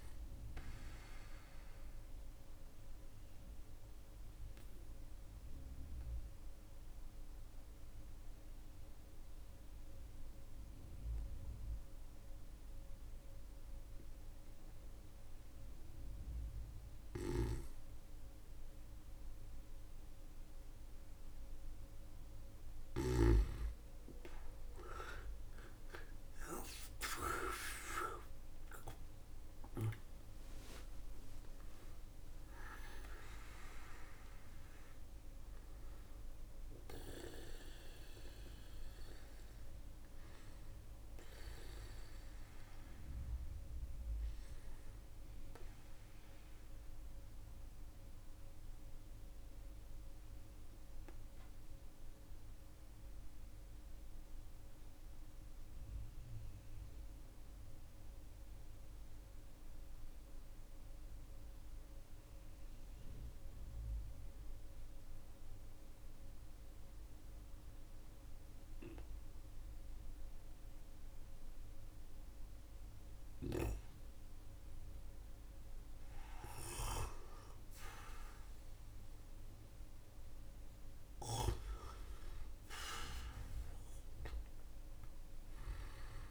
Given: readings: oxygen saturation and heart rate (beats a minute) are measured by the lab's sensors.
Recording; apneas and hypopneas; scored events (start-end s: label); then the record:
breathing in sleep by a room microphone; 2
0.00-16.50 s: oxygen desaturation (device-marked, oxygen 92% lowest, heart rate 42 extreme)
1.00-16.00 s: obstructive apnea (oxygen 97% before, 92% lowest, heart rate 56 before, 47 extreme, up 19 after)
21.00-27.00 s: arousal
46.50-74.00 s: obstructive apnea (oxygen 98% before, 92% lowest, heart rate 53 before, 54 extreme, up 46 after)
From the record:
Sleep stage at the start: N2 (light sleep); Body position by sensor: on the back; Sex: male